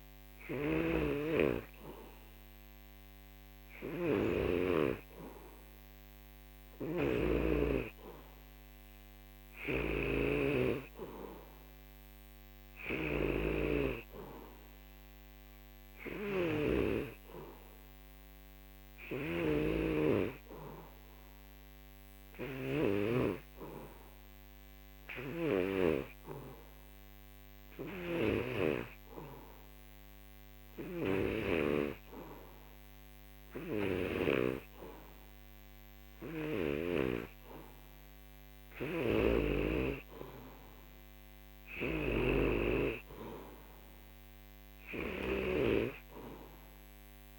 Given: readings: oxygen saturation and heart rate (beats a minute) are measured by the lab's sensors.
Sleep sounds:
breathing in sleep by a microphone on the trachea; none
0.00-17.00 s: snoring (device-marked)
19.00-23.00 s: snoring (device-marked)
25.00-34.50 s: snoring (device-marked)
41.50-47.39 s: snoring (device-marked)
From the record:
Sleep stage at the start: N3 (deep sleep); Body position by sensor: on the back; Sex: male

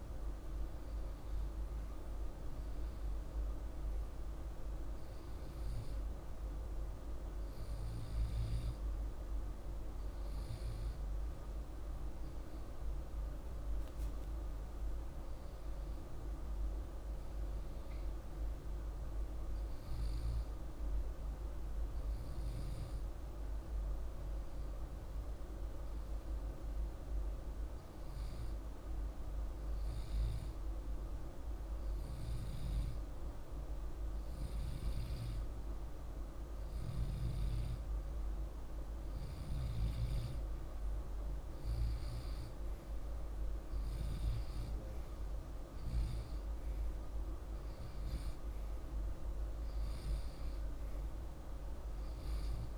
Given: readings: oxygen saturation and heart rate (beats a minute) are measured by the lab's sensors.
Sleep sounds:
breathing in sleep, hard to hear, by a room microphone; 1
15.00-18.00 s: arousal
26.00-38.50 s: hypopnea (oxygen 98% before, 96% lowest, heart rate 49 before, 49 extreme, up 1 after)
42.00-46.50 s: arousal
From the record:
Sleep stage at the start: REM sleep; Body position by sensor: on the left side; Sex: male

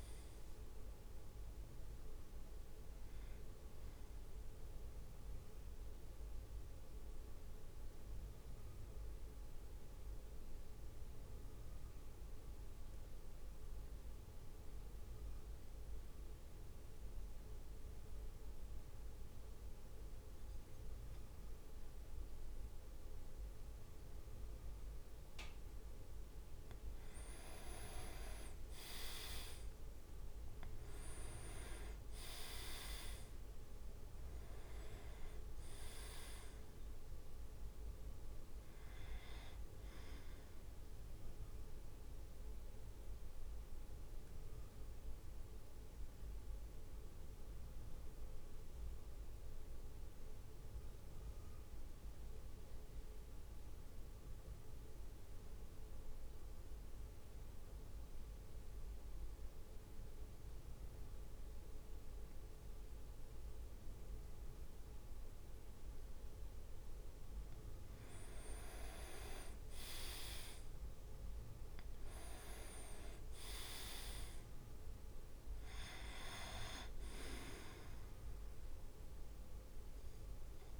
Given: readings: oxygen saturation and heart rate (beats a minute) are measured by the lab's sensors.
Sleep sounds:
breathing in sleep by a room microphone; 2
0.00-9.50 s: drop in pulse transit time (device-marked, heart rate 52 extreme)
5.00-26.00 s: mixed apnea (oxygen 99% before, 94% lowest, heart rate 56 before, 49 extreme, up 4 after)
27.50-30.00 s: leg movement (device-marked)
28.00-32.50 s: arousal
29.50-41.50 s: drop in pulse transit time (device-marked, heart rate 54 before, 52 extreme)
30.50-44.50 s: oxygen desaturation (device-marked, oxygen 99% before, 95% lowest, heart rate 54 before, 49 extreme)
31.50-34.50 s: leg movement (device-marked)
34.50-36.00 s: leg movement (device-marked)
42.50-66.50 s: mixed apnea (oxygen 99% before, 94% lowest, heart rate 55 before, 51 extreme, up 4 after)
68.00-71.50 s: arousal
68.50-70.00 s: leg movement (device-marked)
69.50-79.50 s: drop in pulse transit time (device-marked, heart rate 56 before, 54 extreme)
72.50-75.50 s: leg movement (device-marked)
From the record:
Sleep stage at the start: N2 (light sleep); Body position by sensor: on the back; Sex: male

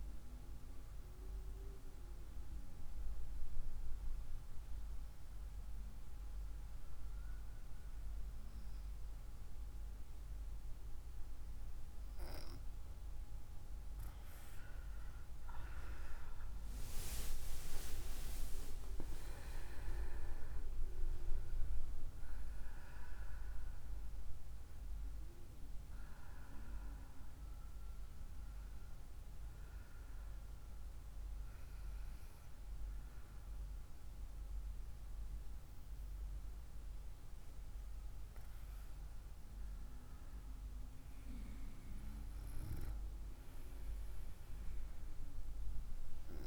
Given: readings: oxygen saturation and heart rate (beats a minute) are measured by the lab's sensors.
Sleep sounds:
breathing in sleep by a room microphone; 1
0.50-12.50 s: hypopnea (oxygen 96% before, 93% lowest, heart rate 59 before, 55 extreme, up 4 after)
14.50-18.50 s: arousal
From the record:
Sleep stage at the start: N1 (lightest sleep); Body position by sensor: on the right side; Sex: female

